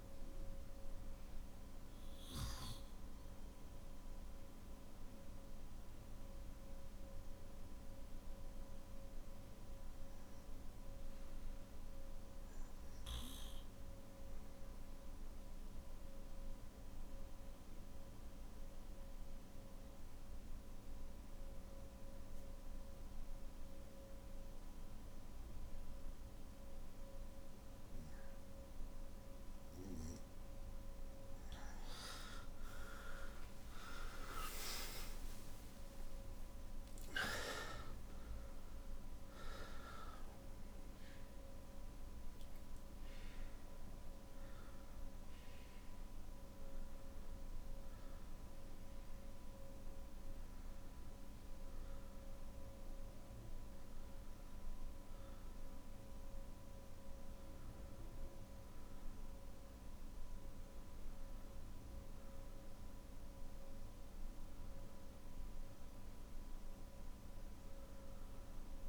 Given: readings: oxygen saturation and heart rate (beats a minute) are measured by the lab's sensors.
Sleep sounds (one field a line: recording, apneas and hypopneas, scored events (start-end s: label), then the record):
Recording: breathing in sleep by a room microphone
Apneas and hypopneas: 1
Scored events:
0.00-10.50 s: oxygen desaturation (device-marked, oxygen 92% lowest, heart rate 47 extreme)
3.00-30.00 s: obstructive apnea (oxygen 98% before, 92% lowest, heart rate 55 before, 47 extreme, up 42 after)
27.50-48.50 s: oxygen desaturation (device-marked, oxygen 97% before, 92% lowest, heart rate 49 before, 48 extreme)
From the record:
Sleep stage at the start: N2 (light sleep)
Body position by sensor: on the back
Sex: male